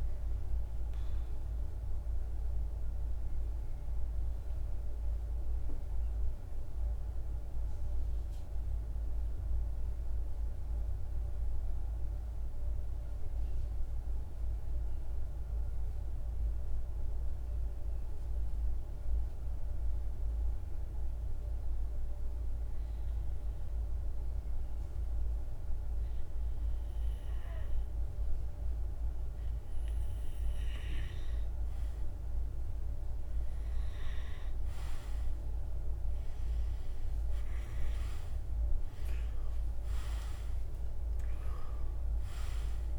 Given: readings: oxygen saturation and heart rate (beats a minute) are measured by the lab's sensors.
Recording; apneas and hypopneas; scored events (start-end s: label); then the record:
breathing in sleep, hard to hear, by a room microphone; 1
0.00-7.00 s: oxygen desaturation (device-marked, oxygen 93% lowest, heart rate 52 extreme)
7.00-18.00 s: central apnea (oxygen 98% before, 91% lowest, heart rate 59 before, 52 extreme, up 0 after)
21.00-25.00 s: arousal
25.00-42.99 s: oxygen desaturation (device-marked, oxygen 98% before, 91% lowest, heart rate 54 before, 54 extreme)
38.00-42.99 s: arousal
From the record:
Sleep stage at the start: N2 (light sleep); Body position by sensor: on the right side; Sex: male